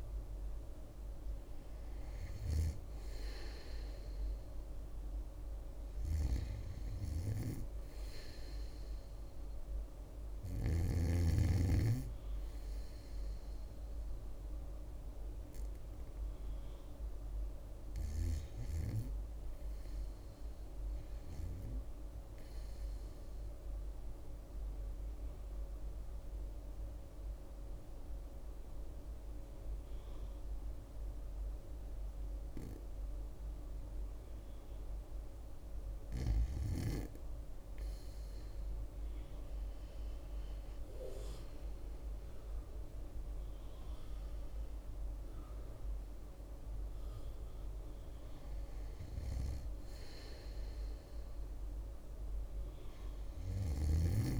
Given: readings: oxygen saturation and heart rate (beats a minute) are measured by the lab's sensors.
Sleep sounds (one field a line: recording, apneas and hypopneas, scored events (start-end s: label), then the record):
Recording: breathing in sleep by a room microphone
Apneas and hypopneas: 1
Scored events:
0.00-8.50 s: oxygen desaturation (device-marked, oxygen 94% lowest, heart rate 65 extreme)
16.00-20.50 s: arousal
24.00-36.50 s: obstructive apnea (oxygen 100% before, 96% lowest, heart rate 67 before, 59 extreme, up 7 after)
40.00-44.00 s: arousal
From the record:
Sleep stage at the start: REM sleep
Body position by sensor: on the back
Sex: female